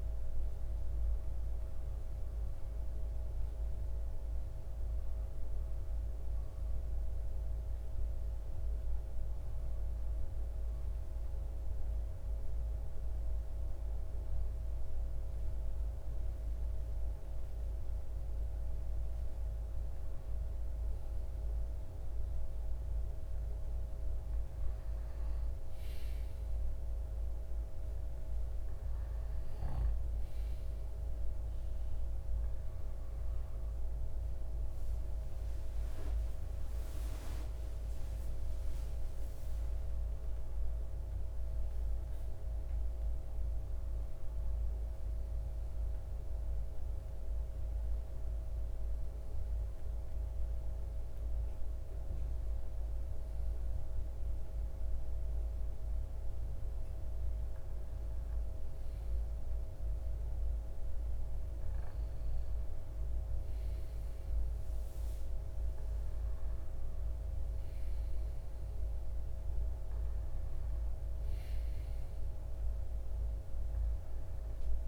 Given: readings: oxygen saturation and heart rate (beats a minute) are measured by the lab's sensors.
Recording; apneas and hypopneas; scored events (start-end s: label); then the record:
breathing in sleep, hard to hear, by a room microphone; 1
4.00-21.00 s: hypopnea (oxygen 96% before, 94% lowest)
25.00-30.50 s: arousal
From the record:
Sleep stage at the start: N2 (light sleep); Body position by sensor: on the left side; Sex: male